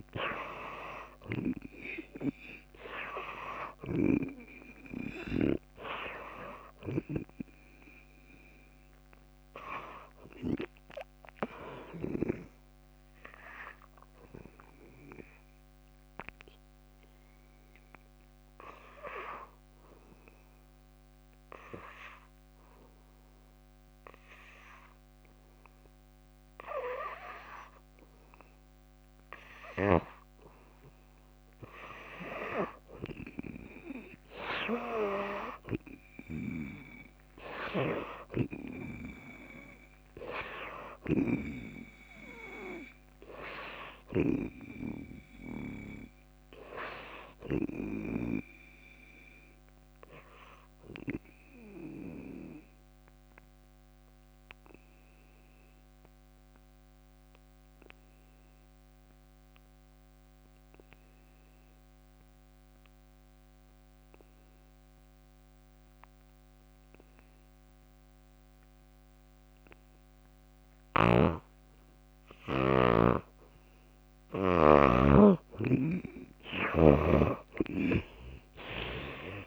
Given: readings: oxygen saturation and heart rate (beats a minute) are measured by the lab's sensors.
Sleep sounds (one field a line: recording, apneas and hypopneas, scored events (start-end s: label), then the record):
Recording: breathing in sleep by a microphone on the trachea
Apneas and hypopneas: 2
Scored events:
0.00-4.00 s: snoring (device-marked)
0.00-18.50 s: oxygen desaturation (device-marked, oxygen 83% lowest, heart rate 56 extreme)
14.00-30.50 s: obstructive apnea (oxygen 96% before, 80% lowest, heart rate 64 before, 56 extreme, up 9 after)
32.00-35.00 s: arousal
32.50-53.50 s: oxygen desaturation (device-marked, oxygen 97% before, 87% lowest, heart rate 59 before, 56 extreme)
41.00-44.50 s: snoring (device-marked)
50.50-72.50 s: obstructive apnea (oxygen 97% before, 77% lowest, heart rate 63 before, 54 extreme, up 39 after)
67.50-79.47 s: oxygen desaturation (device-marked, oxygen 97% before, 77% lowest, heart rate 58 before, 54 extreme)
70.50-79.47 s: snoring (device-marked)
74.00-77.00 s: arousal
From the record:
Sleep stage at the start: N2 (light sleep)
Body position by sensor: on the back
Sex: female